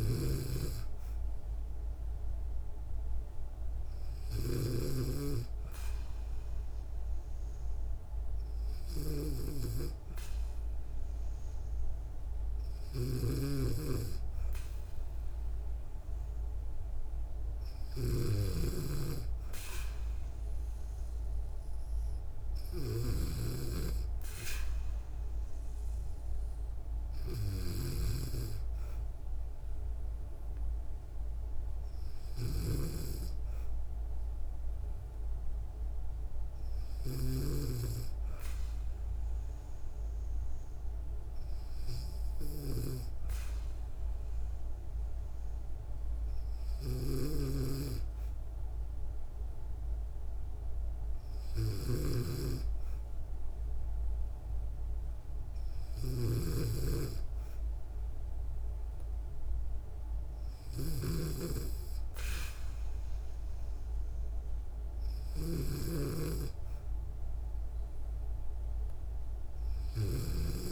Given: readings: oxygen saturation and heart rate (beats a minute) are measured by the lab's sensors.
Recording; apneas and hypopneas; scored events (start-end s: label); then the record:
breathing in sleep by a room microphone; none
0.00-4.50 s: snoring (device-marked)
12.50-18.00 s: snoring (device-marked)
32.00-37.00 s: snoring (device-marked)
46.50-70.00 s: snoring (device-marked)
From the record:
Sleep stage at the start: N2 (light sleep); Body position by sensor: on the back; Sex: female